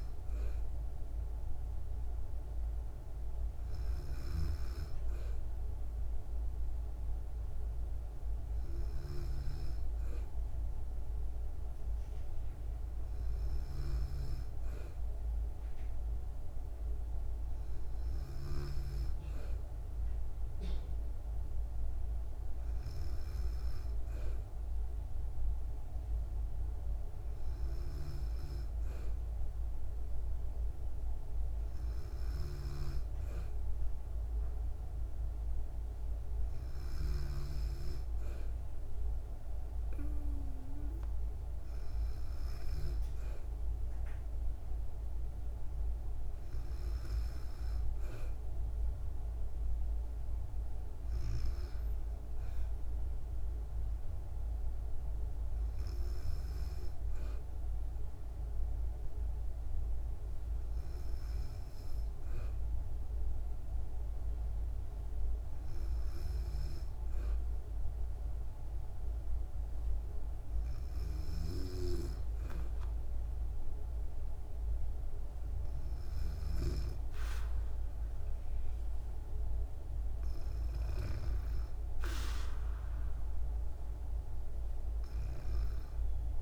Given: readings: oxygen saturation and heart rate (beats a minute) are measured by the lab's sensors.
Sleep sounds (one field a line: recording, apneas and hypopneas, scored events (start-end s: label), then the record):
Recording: breathing in sleep, hard to hear, by a room microphone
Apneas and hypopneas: none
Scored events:
none scored
From the record:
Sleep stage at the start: N2 (light sleep)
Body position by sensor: on the back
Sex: female